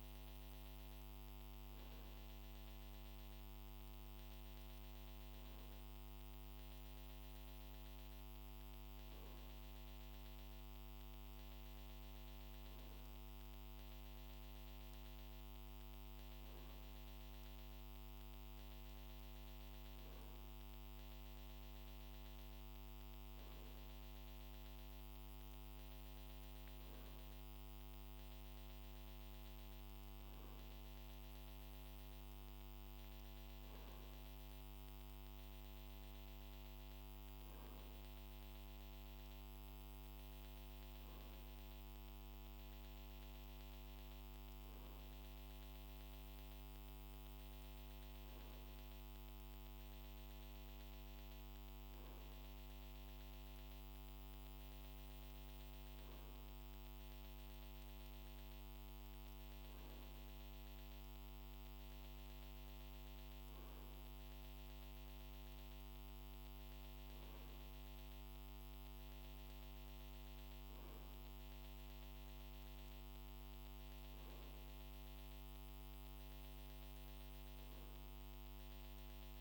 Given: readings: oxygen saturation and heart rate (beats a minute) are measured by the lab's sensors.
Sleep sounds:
breathing in sleep, hard to hear, by a microphone on the trachea; none
none scored
From the record:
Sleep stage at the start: N2 (light sleep); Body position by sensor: on the right side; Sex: male

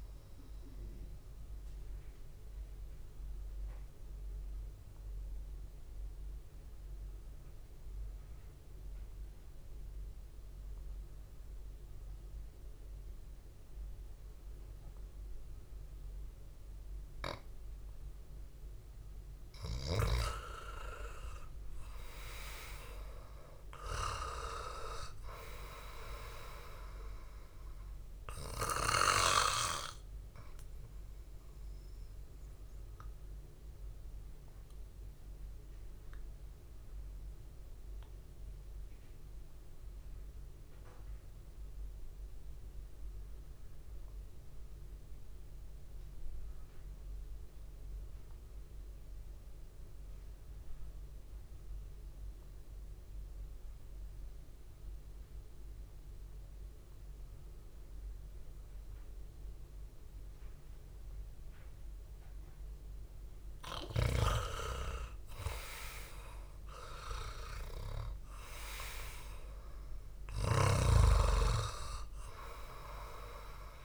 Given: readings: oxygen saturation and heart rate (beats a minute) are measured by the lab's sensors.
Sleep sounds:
breathing in sleep by a room microphone; 2
2.50-18.50 s: obstructive apnea (oxygen 98% before, 91% lowest, heart rate 75 before, 62 extreme, up 1 after)
20.00-24.50 s: arousal
31.00-49.00 s: oxygen desaturation (device-marked, oxygen 98% before, 92% lowest, heart rate 66 before, 58 extreme)
33.00-64.00 s: obstructive apnea (oxygen 99% before, 91% lowest, heart rate 66 before, 58 extreme, up 8 after)
60.00-73.85 s: new sleep stage, N2 (light sleep)
65.00-71.00 s: arousal
65.00-73.85 s: oxygen desaturation (device-marked, oxygen 98% before, 91% lowest, heart rate 66 before, 60 extreme)
From the record:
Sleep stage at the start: REM sleep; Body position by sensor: on the back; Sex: male

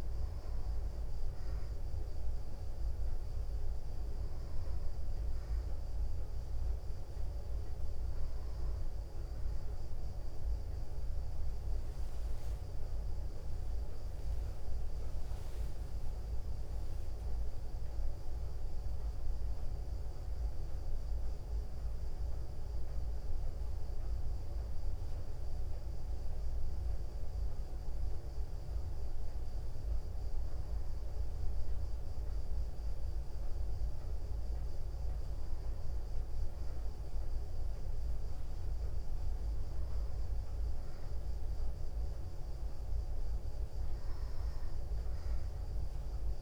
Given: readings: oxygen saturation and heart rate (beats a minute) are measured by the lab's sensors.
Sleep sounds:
breathing in sleep, hard to hear, by a room microphone; none
none scored
From the record:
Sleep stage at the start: N2 (light sleep); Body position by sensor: on the back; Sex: female

